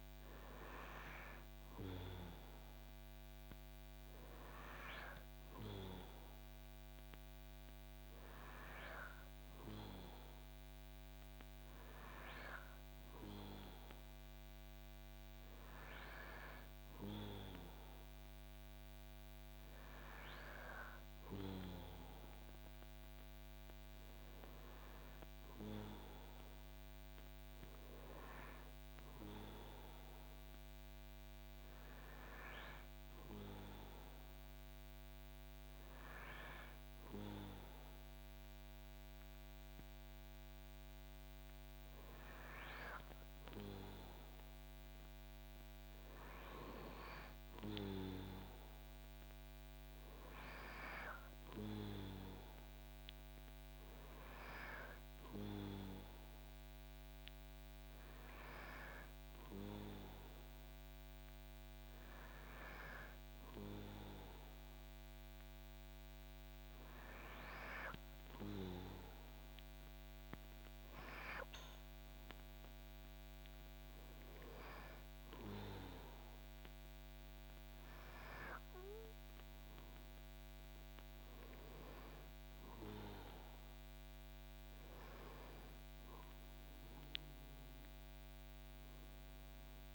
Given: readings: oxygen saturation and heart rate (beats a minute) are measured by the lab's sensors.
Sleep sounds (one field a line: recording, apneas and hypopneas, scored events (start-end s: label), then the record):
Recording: breathing in sleep by a microphone on the trachea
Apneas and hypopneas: none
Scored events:
none scored
From the record:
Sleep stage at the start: N2 (light sleep)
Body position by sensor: on the back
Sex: male